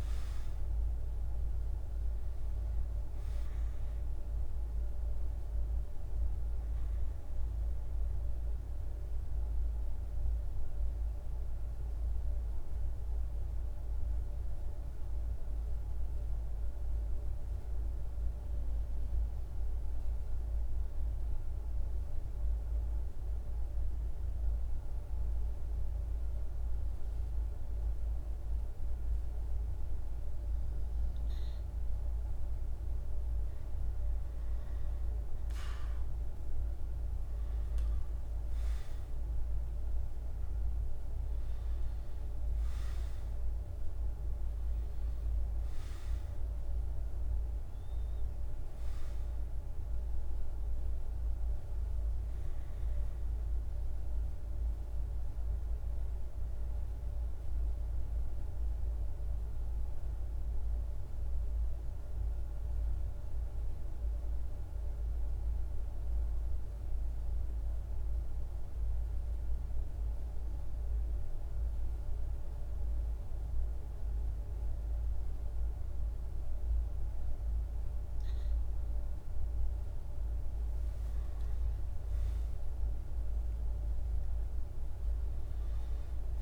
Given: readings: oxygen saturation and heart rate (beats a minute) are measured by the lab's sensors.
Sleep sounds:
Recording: breathing in sleep, hard to hear, by a room microphone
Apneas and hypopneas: 2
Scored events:
0.00-16.50 s: oxygen desaturation (device-marked, oxygen 91% lowest, heart rate 53 extreme)
10.00-31.00 s: central apnea (oxygen 98% before, 92% lowest, heart rate 56 before, 53 extreme, up 3 after)
31.50-63.50 s: oxygen desaturation (device-marked, oxygen 99% before, 93% lowest, heart rate 53 before, 51 extreme)
34.00-38.00 s: arousal
56.50-77.50 s: central apnea (oxygen 98% before, 93% lowest, heart rate 56 before, 51 extreme, up 6 after)
80.00-85.00 s: arousal
82.50-86.42 s: oxygen desaturation (device-marked, oxygen 98% before, 93% lowest, heart rate 52 before, 52 extreme)
From the record:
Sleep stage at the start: REM sleep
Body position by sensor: on the back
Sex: male

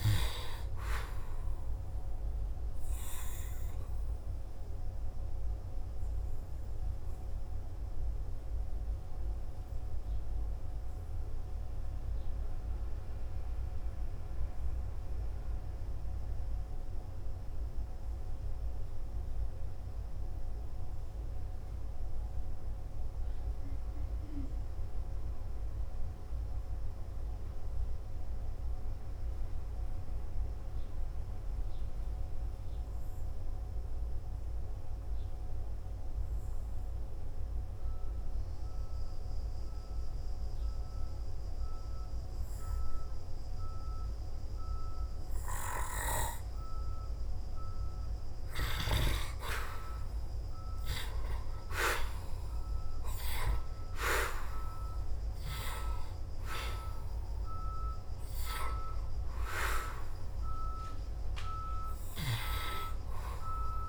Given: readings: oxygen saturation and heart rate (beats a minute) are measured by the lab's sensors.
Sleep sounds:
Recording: breathing in sleep by a room microphone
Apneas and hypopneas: 1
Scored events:
5.50-47.50 s: hypopnea (oxygen 98% before, 81% lowest, heart rate 57 before, 50 extreme, up 7 after)
17.00-39.00 s: oxygen desaturation (device-marked, oxygen 98% before, 83% lowest, heart rate 60 before, 50 extreme)
50.50-54.50 s: arousal
From the record:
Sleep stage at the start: N2 (light sleep)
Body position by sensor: on the back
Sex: male

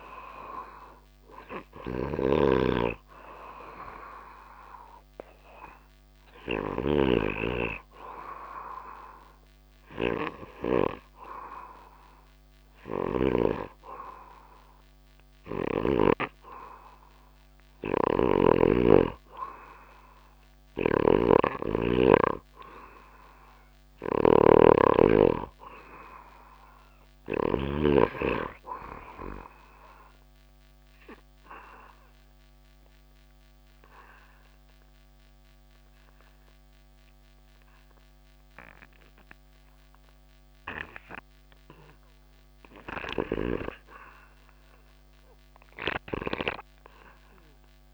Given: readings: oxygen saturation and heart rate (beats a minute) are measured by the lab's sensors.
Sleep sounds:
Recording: breathing in sleep by a microphone on the trachea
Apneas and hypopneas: 1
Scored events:
0.00-12.50 s: snoring (device-marked)
17.00-27.00 s: snoring (device-marked)
26.50-47.94 s: oxygen desaturation (device-marked, oxygen 97% before, 92% lowest)
28.00-42.00 s: obstructive apnea (oxygen 100% before, 81% lowest)
42.50-47.94 s: snoring (device-marked)
44.00-47.50 s: arousal
From the record:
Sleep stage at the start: N2 (light sleep)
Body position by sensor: on the back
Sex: male

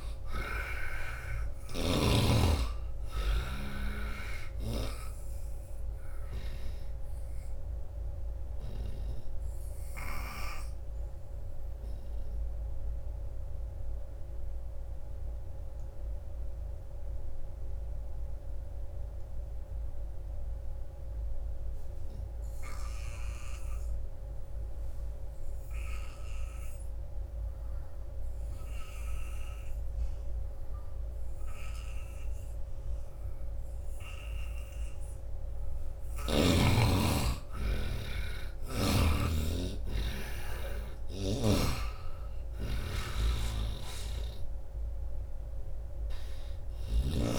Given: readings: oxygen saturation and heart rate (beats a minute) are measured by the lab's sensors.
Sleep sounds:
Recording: breathing in sleep by a room microphone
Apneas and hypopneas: 1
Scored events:
0.00-1.00 s: arousal
0.00-6.50 s: snoring (device-marked)
0.00-16.50 s: oxygen desaturation (device-marked, oxygen 81% lowest, heart rate 74 extreme)
6.00-34.00 s: obstructive apnea (oxygen 98% before, 77% lowest, heart rate 81 before, 74 extreme, up 7 after)
28.50-47.39 s: oxygen desaturation (device-marked, oxygen 98% before, 77% lowest, heart rate 83 before, 74 extreme)
36.00-40.50 s: arousal
43.50-47.00 s: snoring (device-marked)
From the record:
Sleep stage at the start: N2 (light sleep)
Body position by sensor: on the right side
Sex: male

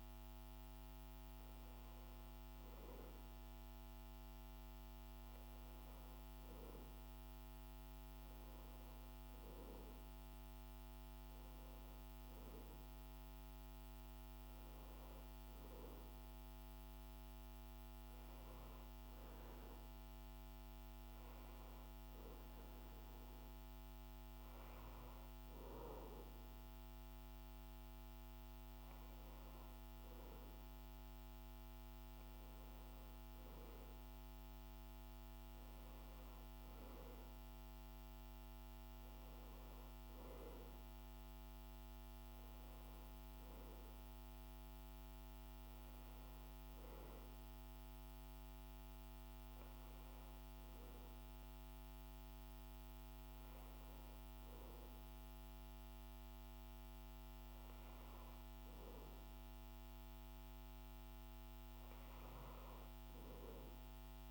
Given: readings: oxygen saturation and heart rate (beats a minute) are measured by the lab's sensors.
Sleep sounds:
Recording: breathing in sleep, hard to hear, by a microphone on the trachea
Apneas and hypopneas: none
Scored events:
none scored
From the record:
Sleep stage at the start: N2 (light sleep)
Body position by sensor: on the back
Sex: male

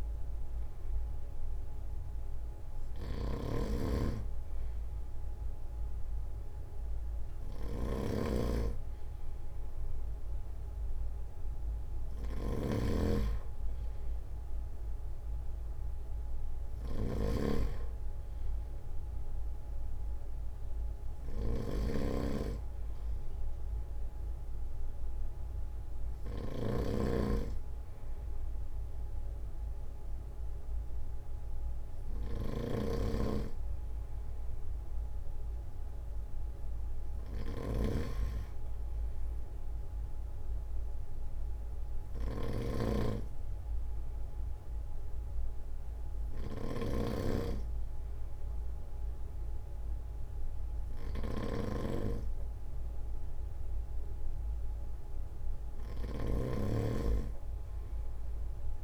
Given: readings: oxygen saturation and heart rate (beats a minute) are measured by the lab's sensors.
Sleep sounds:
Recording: breathing in sleep by a room microphone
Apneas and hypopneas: none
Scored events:
2.50-58.84 s: snoring (device-marked)
From the record:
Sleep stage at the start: N2 (light sleep)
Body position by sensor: on the front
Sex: male

